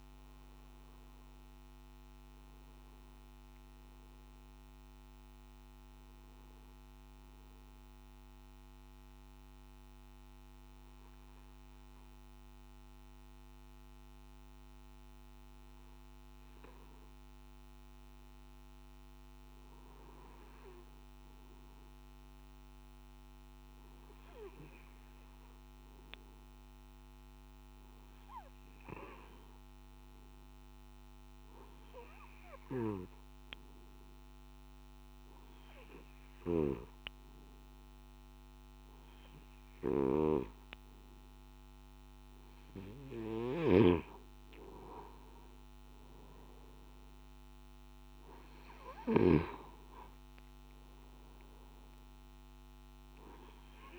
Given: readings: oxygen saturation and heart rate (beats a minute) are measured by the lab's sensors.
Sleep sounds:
breathing in sleep by a microphone on the trachea; 2
0.00-21.50 s: oxygen desaturation (device-marked, oxygen 89% lowest, heart rate 52 extreme)
7.50-17.50 s: obstructive apnea (oxygen 96% before, 89% lowest, heart rate 60 before, 52 extreme, up 3 after)
26.00-42.00 s: hypopnea (oxygen 98% before, 92% lowest, heart rate 55 before, 51 extreme, up 7 after)
44.50-53.98 s: oxygen desaturation (device-marked, oxygen 95% before, 92% lowest, heart rate 53 before, 51 extreme)
From the record:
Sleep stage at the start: N2 (light sleep); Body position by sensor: on the back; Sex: male

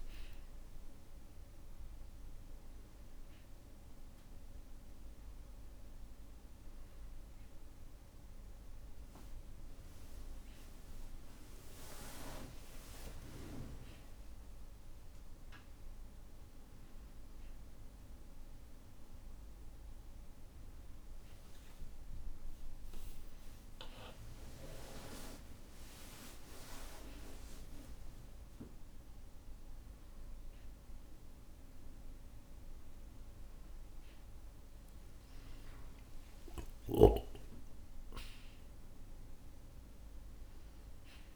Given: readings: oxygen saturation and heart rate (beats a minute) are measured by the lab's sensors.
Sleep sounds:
breathing in sleep by a room microphone; none
37.00-41.36 s: arousal
From the record:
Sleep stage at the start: N1 (lightest sleep); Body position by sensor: on the back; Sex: male

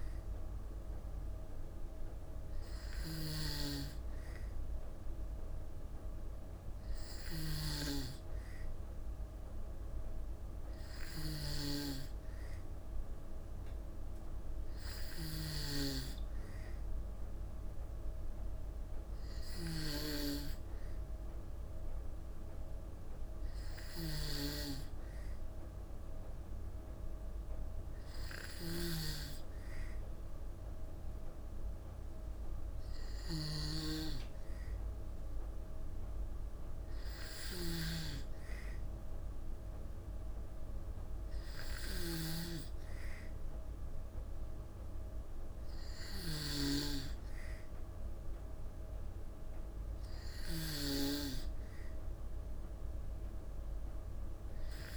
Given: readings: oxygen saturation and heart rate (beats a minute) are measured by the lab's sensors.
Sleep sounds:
breathing in sleep by a room microphone; none
2.50-54.97 s: snoring (device-marked)
From the record:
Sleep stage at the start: N2 (light sleep); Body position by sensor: on the back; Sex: female

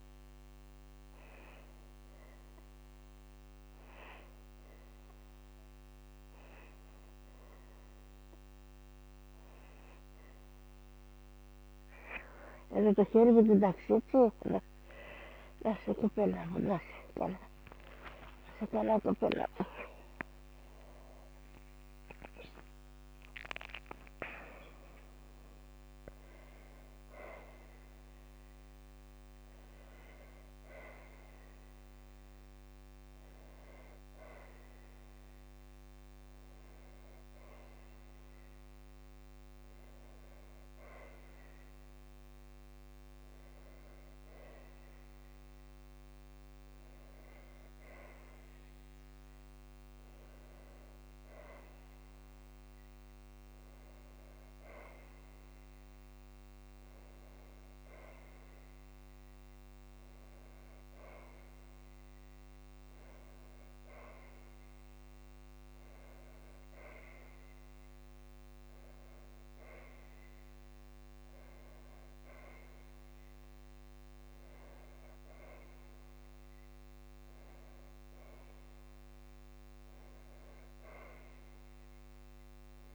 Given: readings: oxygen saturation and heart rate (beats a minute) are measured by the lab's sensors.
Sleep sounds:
a person awake in a sleep study, by a microphone on the trachea; none
18.50-20.50 s: long interval between heartbeats (device-marked, heart rate 61 before, 76 extreme)
From the record:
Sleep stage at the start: awake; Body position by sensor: on the back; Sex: female

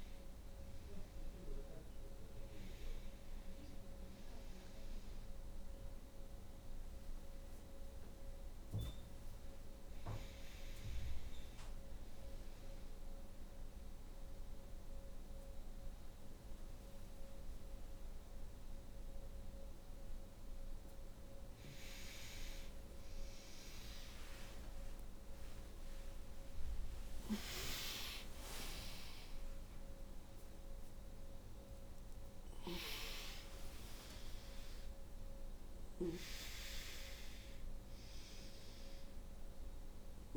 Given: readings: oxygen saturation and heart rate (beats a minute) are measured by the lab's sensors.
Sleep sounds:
a person awake in a sleep study, by a room microphone; none
none scored
From the record:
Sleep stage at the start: awake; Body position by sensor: on the right side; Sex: female

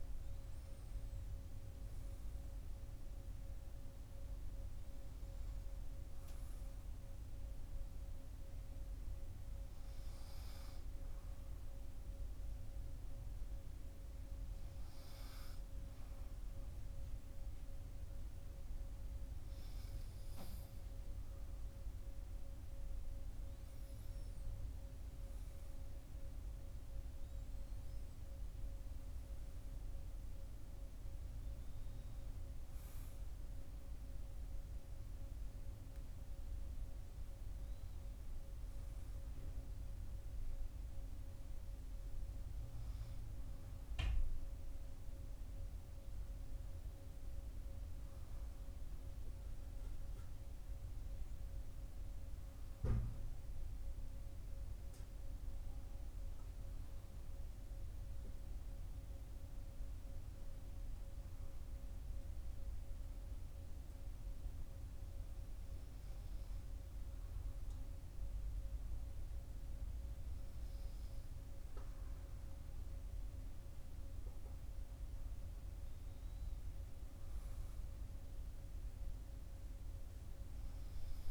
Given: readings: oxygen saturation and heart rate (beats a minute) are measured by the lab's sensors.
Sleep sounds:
breathing in sleep, hard to hear, by a room microphone; none
none scored
From the record:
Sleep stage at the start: N2 (light sleep); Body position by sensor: on the right side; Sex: male

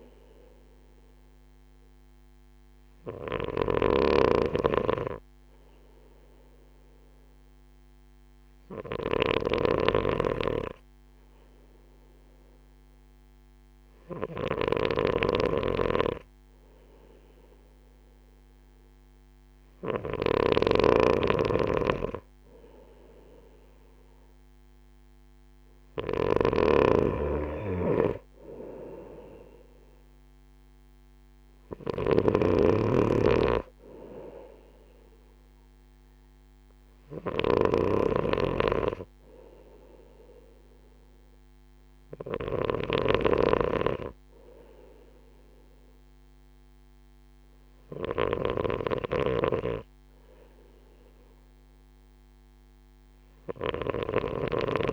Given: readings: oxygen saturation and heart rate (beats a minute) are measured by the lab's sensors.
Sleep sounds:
breathing in sleep by a microphone on the trachea; none
3.50-43.00 s: snoring (device-marked)
49.00-54.93 s: snoring (device-marked)
From the record:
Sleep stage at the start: N2 (light sleep); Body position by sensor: on the right side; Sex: male

